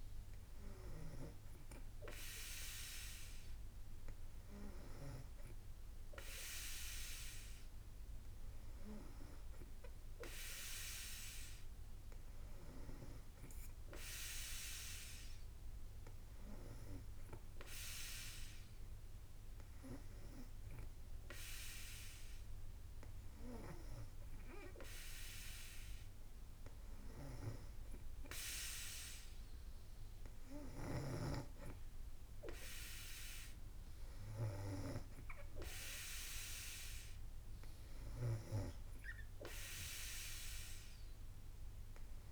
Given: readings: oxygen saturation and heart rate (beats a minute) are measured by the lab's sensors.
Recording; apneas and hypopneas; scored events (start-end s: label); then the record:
breathing in sleep by a room microphone; 1
16.50-29.00 s: hypopnea (oxygen 95% before, 93% lowest, heart rate 56 before, 49 extreme, up 10 after)
21.50-23.50 s: long interval between heartbeats (device-marked, heart rate 55 before, 57 extreme)
From the record:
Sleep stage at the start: N2 (light sleep); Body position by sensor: on the back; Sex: female